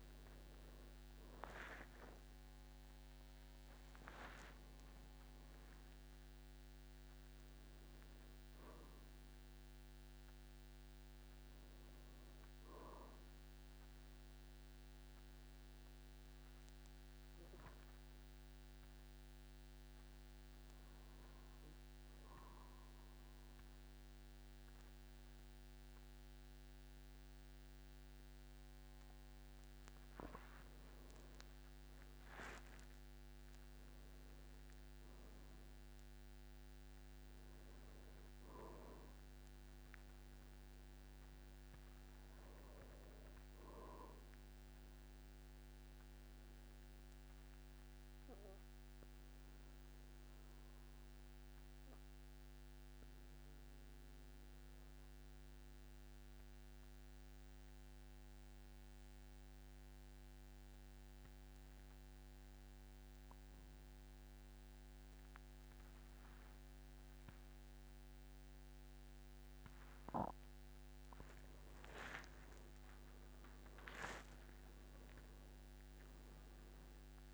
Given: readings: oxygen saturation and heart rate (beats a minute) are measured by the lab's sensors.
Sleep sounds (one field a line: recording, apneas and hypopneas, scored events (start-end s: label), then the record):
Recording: breathing in sleep, hard to hear, by a microphone on the trachea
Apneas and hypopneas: 2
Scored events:
2.00-4.00 s: long interval between heartbeats (device-marked, heart rate 52 before, 60 extreme)
3.50-8.50 s: arousal
14.00-28.50 s: obstructive apnea (oxygen 99% before, 89% lowest, heart rate 56 before, 47 extreme, up 11 after)
33.00-37.00 s: arousal
35.00-57.00 s: oxygen desaturation (device-marked, oxygen 98% before, 94% lowest, heart rate 51 before, 46 extreme)
46.00-70.00 s: obstructive apnea (oxygen 98% before, 89% lowest, heart rate 54 before, 46 extreme, up 39 after)
72.00-74.00 s: long interval between heartbeats (device-marked, heart rate 50 before, 71 extreme)
73.00-77.34 s: oxygen desaturation (device-marked, oxygen 98% before, 89% lowest, heart rate 51 before, 53 extreme)
74.00-76.00 s: long interval between heartbeats (device-marked, heart rate 52 before, 85 extreme)
75.00-77.34 s: tachycardia (device-marked, heart rate 54 before, 149 extreme)
From the record:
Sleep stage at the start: N2 (light sleep)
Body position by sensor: on the back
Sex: male